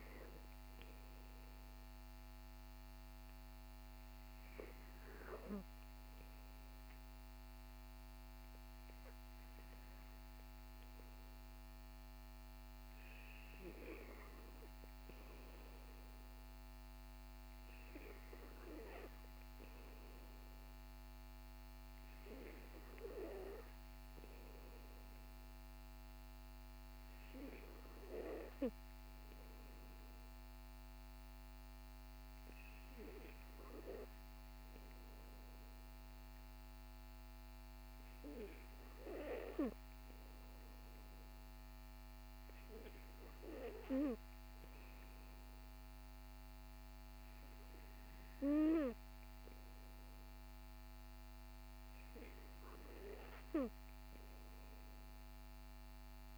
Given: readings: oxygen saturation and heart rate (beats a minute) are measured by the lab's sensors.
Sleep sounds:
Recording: breathing in sleep by a microphone on the trachea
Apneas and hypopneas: none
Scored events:
none scored
From the record:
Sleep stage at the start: N2 (light sleep)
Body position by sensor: on the back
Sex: male

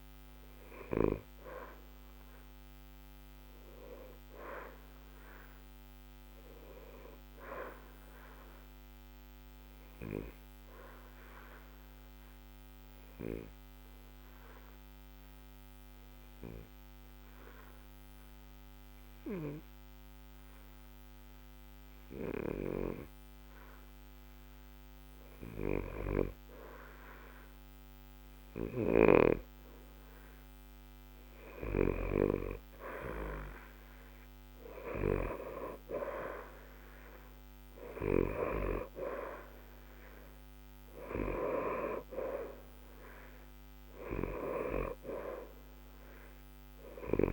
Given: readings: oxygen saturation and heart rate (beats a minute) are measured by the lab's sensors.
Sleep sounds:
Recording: breathing in sleep by a microphone on the trachea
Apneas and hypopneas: 1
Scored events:
0.00-24.00 s: oxygen desaturation (device-marked, oxygen 88% lowest, heart rate 60 extreme)
4.50-29.50 s: mixed apnea (oxygen 94% before, 88% lowest, heart rate 61 before, 60 extreme, up 0 after)
32.50-37.00 s: arousal
41.00-47.32 s: oxygen desaturation (device-marked, oxygen 93% before, 88% lowest, heart rate 60 before, 60 extreme)
From the record:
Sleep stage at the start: N2 (light sleep)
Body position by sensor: on the back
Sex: male

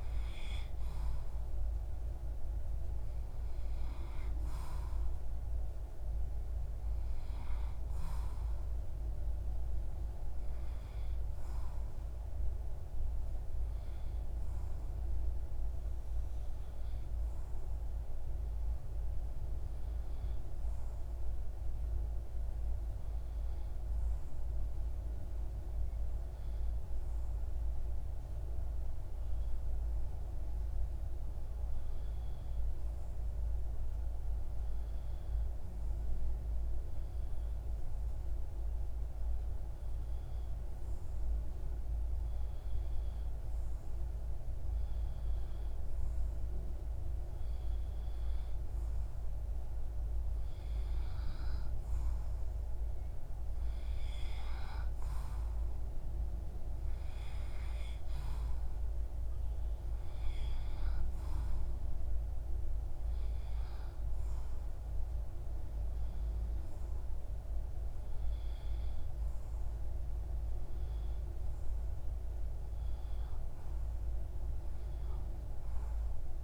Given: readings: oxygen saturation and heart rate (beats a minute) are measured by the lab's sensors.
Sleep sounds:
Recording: breathing in sleep, hard to hear, by a room microphone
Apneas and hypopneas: 1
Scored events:
19.50-46.50 s: obstructive apnea (oxygen 94% before, 93% lowest, heart rate 66 before, 54 extreme, up 6 after)
48.50-52.50 s: arousal
From the record:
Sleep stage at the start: REM sleep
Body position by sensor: on the back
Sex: male

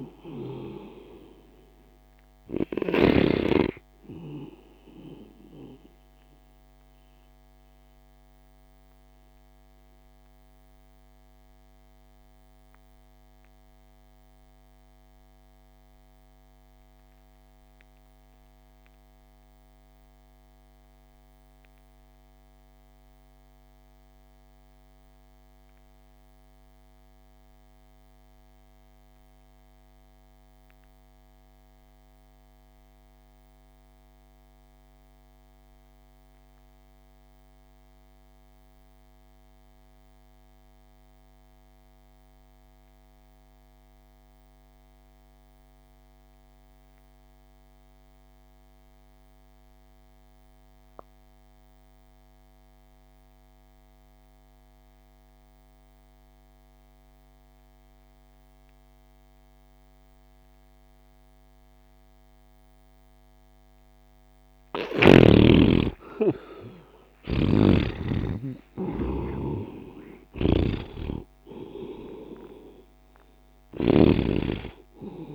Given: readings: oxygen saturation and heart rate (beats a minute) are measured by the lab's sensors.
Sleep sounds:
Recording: breathing in sleep by a microphone on the trachea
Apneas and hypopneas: 1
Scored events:
0.00-3.50 s: snoring (device-marked)
0.00-18.50 s: oxygen desaturation (device-marked, oxygen 72% lowest)
6.00-65.50 s: mixed apnea (oxygen 100% before, 58% lowest)
32.50-75.35 s: oxygen desaturation (device-marked, oxygen 100% before, 58% lowest)
66.00-70.00 s: arousal
67.50-74.00 s: snoring (device-marked)
From the record:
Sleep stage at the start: REM sleep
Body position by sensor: on the right side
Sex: male

